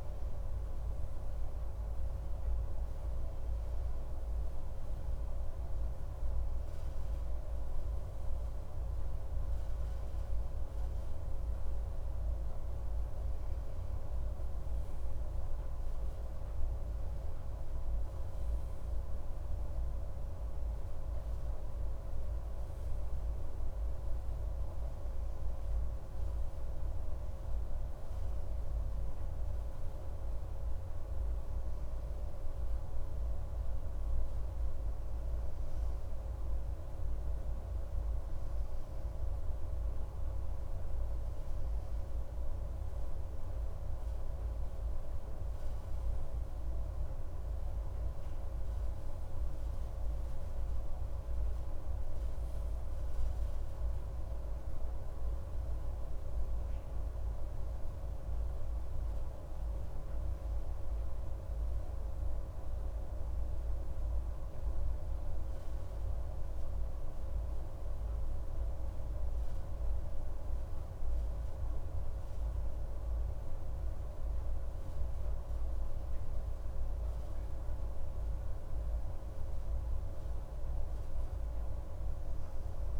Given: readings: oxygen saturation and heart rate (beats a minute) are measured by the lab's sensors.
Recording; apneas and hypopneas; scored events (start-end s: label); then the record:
breathing in sleep, hard to hear, by a room microphone; none
47.50-83.00 s: new sleep stage, N2 (light sleep)
From the record:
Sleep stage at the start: N1 (lightest sleep); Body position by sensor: on the right side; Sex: male